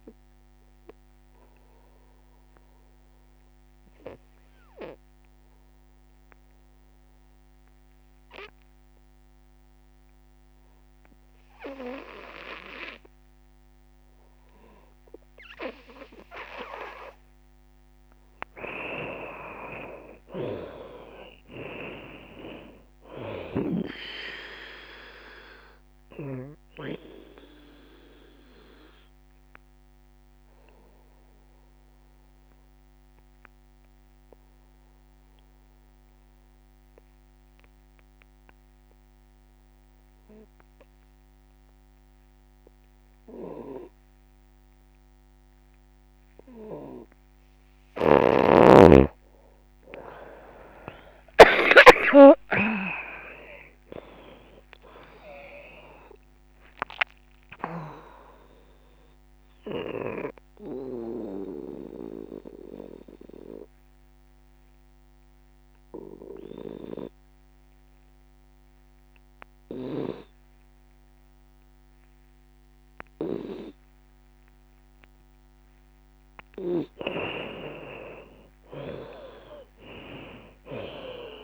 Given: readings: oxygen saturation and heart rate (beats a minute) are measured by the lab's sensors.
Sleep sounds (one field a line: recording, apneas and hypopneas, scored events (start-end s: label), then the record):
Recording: breathing in sleep by a microphone on the trachea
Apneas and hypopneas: 3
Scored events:
0.00-3.00 s: drop in pulse transit time (device-marked, heart rate 76 extreme)
0.00-15.00 s: oxygen desaturation (device-marked, oxygen 84% lowest, heart rate 62 extreme)
1.00-16.50 s: obstructive apnea (oxygen 96% before, 81% lowest, heart rate 77 before, 62 extreme, up 20 after)
18.00-21.50 s: arousal
20.00-33.00 s: drop in pulse transit time (device-marked, heart rate 69 before, 65 extreme)
20.00-47.00 s: oxygen desaturation (device-marked, oxygen 96% before, 84% lowest, heart rate 69 before, 62 extreme)
25.50-46.50 s: obstructive apnea (oxygen 96% before, 81% lowest, heart rate 69 before, 62 extreme, up 18 after)
49.00-54.00 s: arousal
51.00-64.00 s: drop in pulse transit time (device-marked, heart rate 71 before, 77 extreme)
60.00-67.00 s: oxygen desaturation (device-marked, oxygen 95% before, 83% lowest, heart rate 82 before, 65 extreme)
60.00-76.50 s: obstructive apnea (oxygen 96% before, 81% lowest, heart rate 82 before, 65 extreme, up 22 after)
69.00-78.00 s: oxygen desaturation (device-marked, oxygen 91% before, 81% lowest, heart rate 82 before, 67 extreme)
78.00-81.44 s: arousal
79.00-81.44 s: drop in pulse transit time (device-marked, heart rate 74 before, 71 extreme)
80.00-81.44 s: oxygen desaturation (device-marked, oxygen 95% before, 82% lowest, heart rate 73 before, 65 extreme)
From the record:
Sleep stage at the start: N2 (light sleep)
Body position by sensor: on the right side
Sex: female